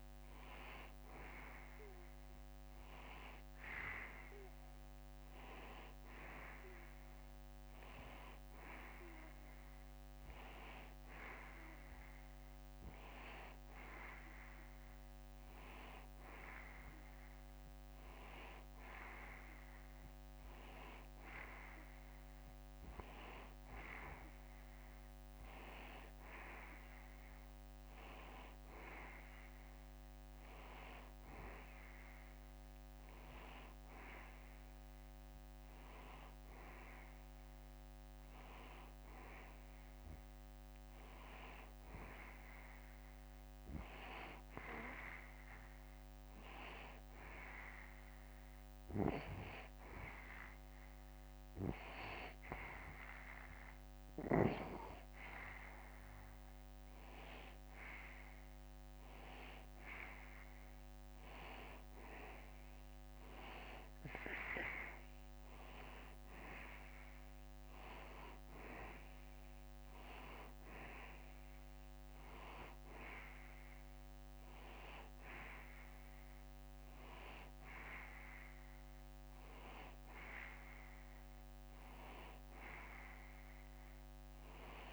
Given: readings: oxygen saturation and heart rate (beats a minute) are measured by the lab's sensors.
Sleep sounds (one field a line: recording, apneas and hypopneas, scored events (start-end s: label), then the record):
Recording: breathing in sleep by a microphone on the trachea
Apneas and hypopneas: none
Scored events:
none scored
From the record:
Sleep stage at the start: N2 (light sleep)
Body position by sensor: on the back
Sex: male